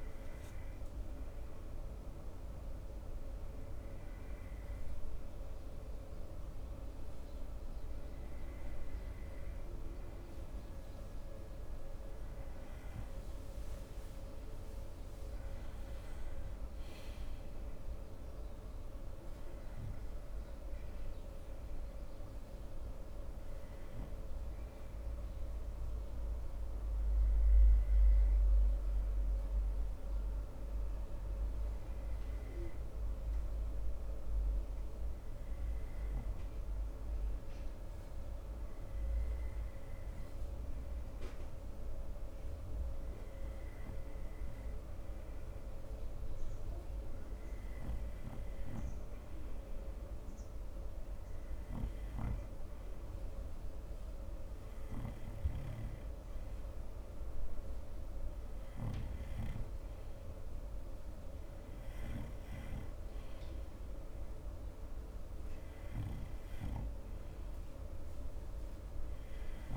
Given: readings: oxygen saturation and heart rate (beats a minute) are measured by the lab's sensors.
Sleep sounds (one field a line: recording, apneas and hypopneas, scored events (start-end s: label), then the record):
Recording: breathing in sleep, hard to hear, by a room microphone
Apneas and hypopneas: none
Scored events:
none scored
From the record:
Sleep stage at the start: N2 (light sleep)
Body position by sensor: on the front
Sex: male